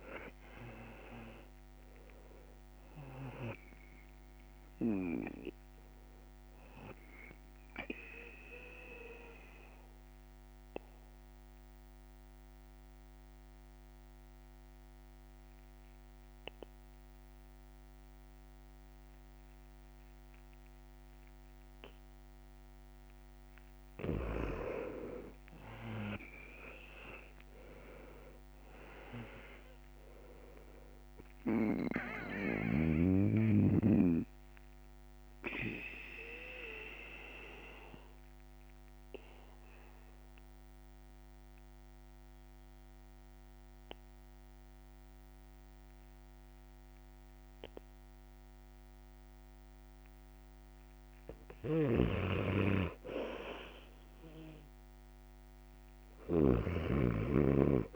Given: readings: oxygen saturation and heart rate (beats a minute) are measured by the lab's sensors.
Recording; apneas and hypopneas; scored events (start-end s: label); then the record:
breathing in sleep by a microphone on the trachea; 2
4.00-26.00 s: oxygen desaturation (device-marked, oxygen 98% before, 89% lowest, heart rate 69 before, 63 extreme)
7.00-22.00 s: obstructive apnea (oxygen 98% before, 89% lowest, heart rate 71 before, 65 extreme, up 4 after)
26.00-30.00 s: arousal
35.00-51.00 s: mixed apnea (oxygen 99% before, 89% lowest, heart rate 68 before, 63 extreme, up 2 after)
37.00-53.00 s: oxygen desaturation (device-marked, oxygen 99% before, 89% lowest, heart rate 69 before, 63 extreme)
53.00-56.00 s: arousal
56.00-57.96 s: snoring (device-marked)
From the record:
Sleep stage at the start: N2 (light sleep); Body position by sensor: on the back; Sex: male